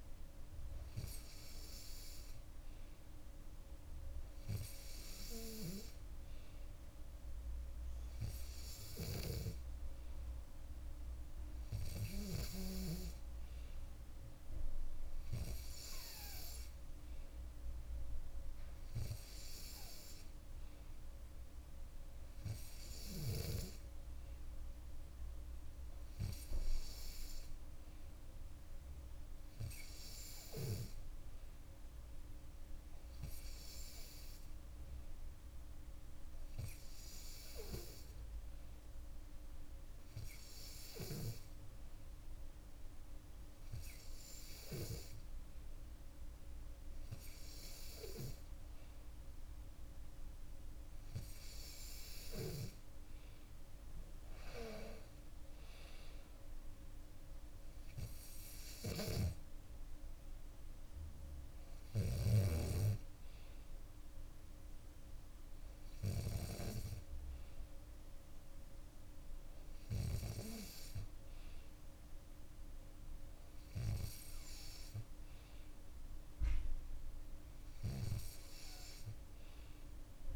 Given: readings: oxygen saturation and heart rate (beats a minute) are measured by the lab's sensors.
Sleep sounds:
breathing in sleep by a room microphone; none
54.50-58.00 s: arousal
61.50-63.50 s: bradycardia (device-marked, heart rate 64 before, 60 extreme)
From the record:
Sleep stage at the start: N2 (light sleep); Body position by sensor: on the back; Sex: female

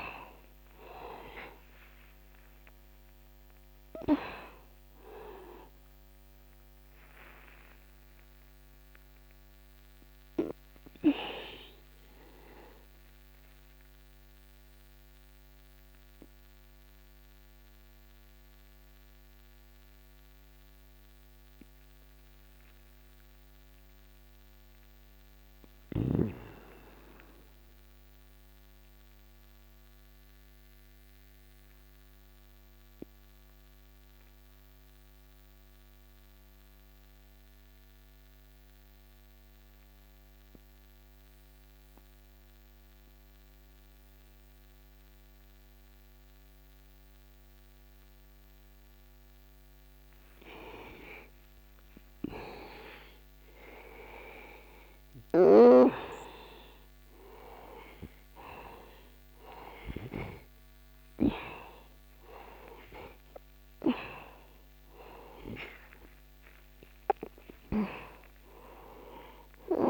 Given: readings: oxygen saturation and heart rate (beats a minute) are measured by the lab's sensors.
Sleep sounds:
breathing in sleep by a microphone on the trachea; 1
0.00-29.50 s: oxygen desaturation (device-marked, oxygen 82% lowest, heart rate 60 extreme)
12.00-50.50 s: obstructive apnea (oxygen 97% before, 82% lowest, heart rate 62 before, 60 extreme, up 1 after)
52.00-56.50 s: arousal
54.50-69.90 s: oxygen desaturation (device-marked, oxygen 97% before, 88% lowest, heart rate 60 before, 55 extreme)
From the record:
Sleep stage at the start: N2 (light sleep); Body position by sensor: on the back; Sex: male

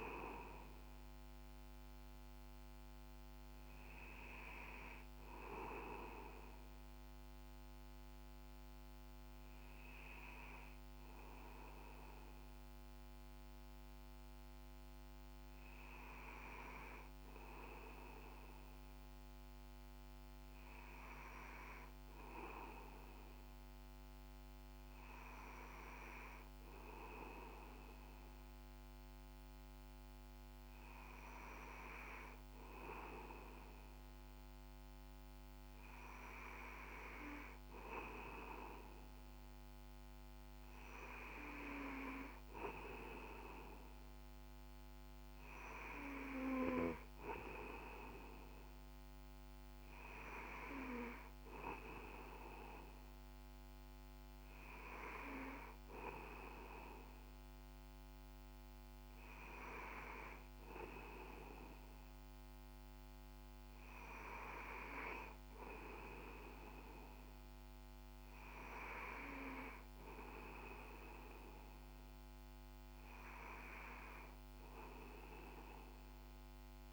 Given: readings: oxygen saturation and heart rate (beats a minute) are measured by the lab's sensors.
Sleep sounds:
breathing in sleep by a microphone on the trachea; none
6.00-76.93 s: new sleep stage, N2 (light sleep)
From the record:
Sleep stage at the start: N1 (lightest sleep); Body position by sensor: on the back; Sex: male

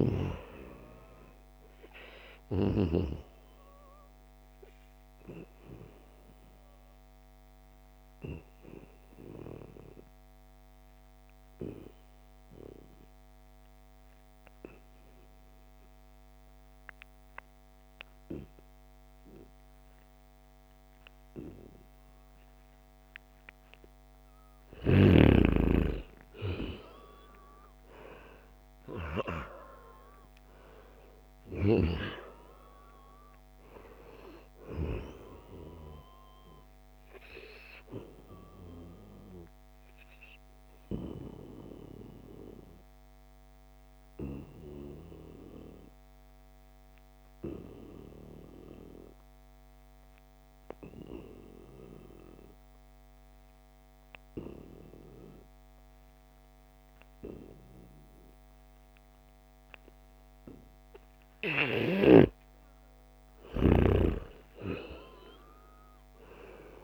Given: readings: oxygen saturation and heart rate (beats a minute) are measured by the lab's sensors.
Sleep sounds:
breathing in sleep by a microphone on the trachea; 2
0.00-3.00 s: snoring (device-marked)
1.50-12.50 s: oxygen desaturation (device-marked, oxygen 97% before, 94% lowest, heart rate 86 before, 72 extreme)
5.50-24.00 s: obstructive apnea (oxygen 98% before, 90% lowest, heart rate 84 before, 72 extreme, up 2 after)
20.50-47.50 s: oxygen desaturation (device-marked, oxygen 96% before, 90% lowest, heart rate 79 before, 71 extreme)
25.50-30.00 s: arousal
38.50-61.00 s: obstructive apnea (oxygen 96% before, 89% lowest, heart rate 75 before, 71 extreme, up 2 after)
62.50-66.00 s: arousal
63.50-66.84 s: oxygen desaturation (device-marked, oxygen 97% before, 91% lowest, heart rate 75 before, 70 extreme)
From the record:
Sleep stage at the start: N2 (light sleep); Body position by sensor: on the back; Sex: male

